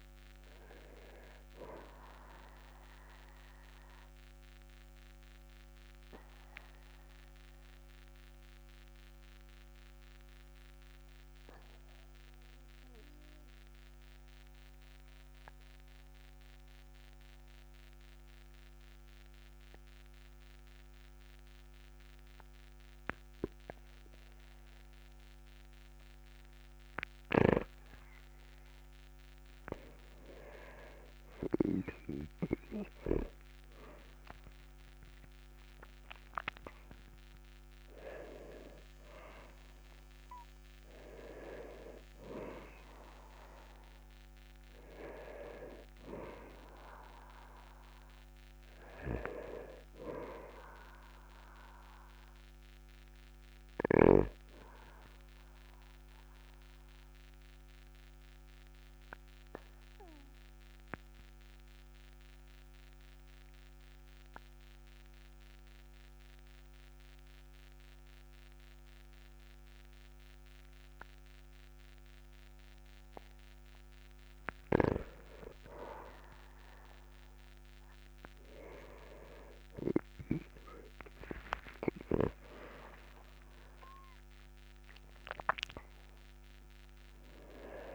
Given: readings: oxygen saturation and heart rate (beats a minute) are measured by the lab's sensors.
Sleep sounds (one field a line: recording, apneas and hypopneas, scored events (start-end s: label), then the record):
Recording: breathing in sleep by a microphone on the trachea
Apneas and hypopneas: 2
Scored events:
2.50-28.50 s: obstructive apnea (oxygen 99% before, 96% lowest, heart rate 48 before, 38 extreme, up 6 after)
30.50-36.00 s: arousal
57.50-74.50 s: obstructive apnea (oxygen 99% before, 96% lowest, heart rate 48 before, 37 extreme, up 5 after)
81.00-85.50 s: arousal
From the record:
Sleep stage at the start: N2 (light sleep)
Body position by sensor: on the back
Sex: male